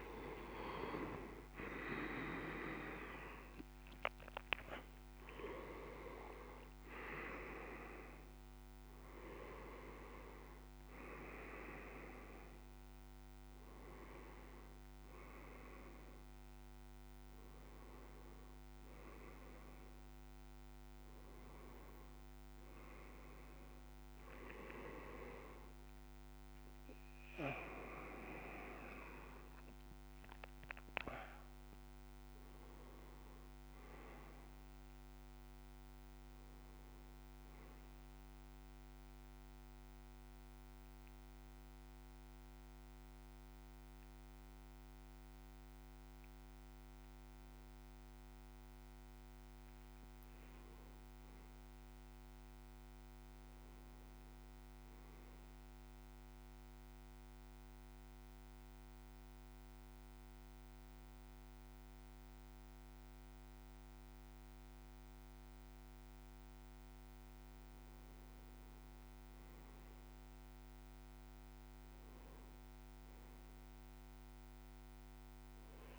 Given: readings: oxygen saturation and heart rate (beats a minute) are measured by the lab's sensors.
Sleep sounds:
a person partly awake in a sleep study, by a microphone on the trachea; 2
0.00-1.00 s: oxygen desaturation (device-marked, oxygen 93% lowest, heart rate 50 extreme)
14.00-44.00 s: new sleep stage, N1 (lightest sleep)
28.00-40.00 s: oxygen desaturation (device-marked, oxygen 94% before, 90% lowest)
39.00-51.00 s: hypopnea (oxygen 96% before, 96% lowest)
44.00-75.99 s: new sleep stage, N2 (light sleep)
52.50-55.50 s: arousal
57.50-67.50 s: hypopnea (oxygen 99% before, 96% lowest)
69.50-73.00 s: arousal
From the record:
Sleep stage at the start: awake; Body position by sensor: on the back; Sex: male

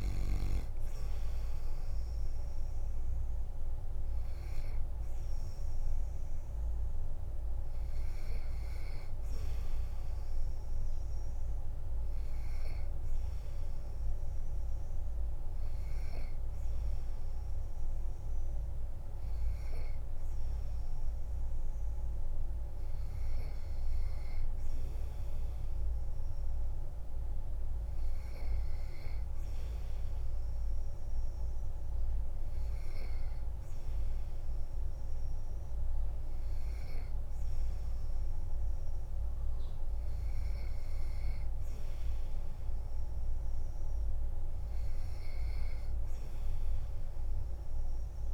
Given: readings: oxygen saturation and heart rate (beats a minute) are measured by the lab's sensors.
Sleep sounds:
breathing in sleep, hard to hear, by a room microphone; none
0.00-12.50 s: oxygen desaturation (device-marked, oxygen 93% lowest, heart rate 47 extreme)
38.50-48.34 s: new sleep stage, N3 (deep sleep)
From the record:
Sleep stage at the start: N2 (light sleep); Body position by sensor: on the back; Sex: male

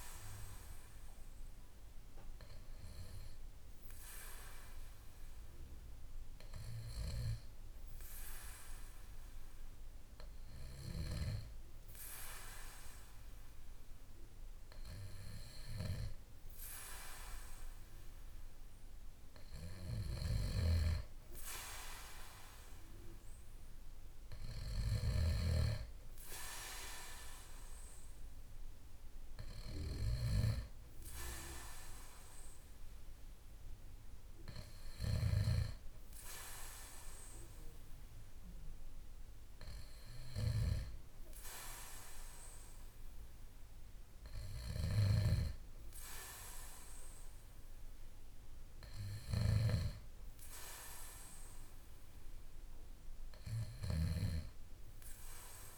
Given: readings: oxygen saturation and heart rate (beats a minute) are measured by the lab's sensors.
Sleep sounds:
breathing in sleep by a room microphone; none
none scored
From the record:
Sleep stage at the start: N2 (light sleep); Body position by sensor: on the back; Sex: male

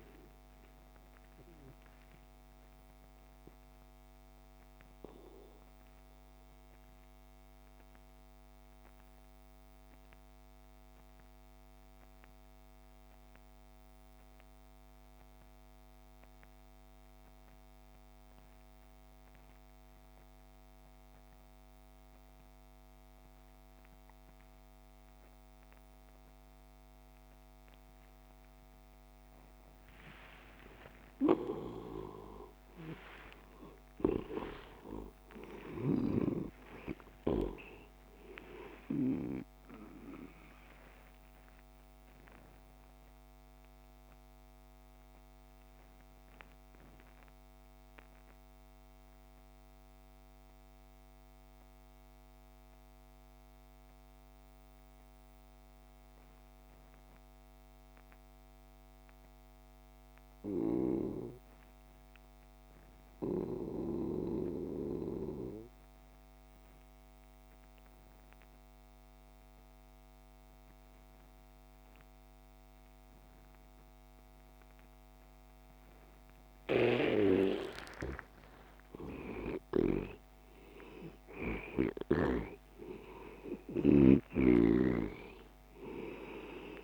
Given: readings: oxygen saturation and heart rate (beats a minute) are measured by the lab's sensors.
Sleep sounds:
breathing in sleep by a microphone on the trachea; 2
0.00-16.50 s: oxygen desaturation (device-marked, oxygen 80% lowest)
1.00-29.50 s: mixed apnea (oxygen 99% before, 80% lowest)
31.00-35.00 s: arousal
31.50-58.50 s: oxygen desaturation (device-marked, oxygen 98% before, 80% lowest)
40.50-77.00 s: obstructive apnea (oxygen 99% before, 80% lowest)
76.50-86.84 s: oxygen desaturation (device-marked, oxygen 98% before, 92% lowest)
78.00-84.50 s: arousal
From the record:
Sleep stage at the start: N2 (light sleep); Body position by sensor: on the back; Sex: male

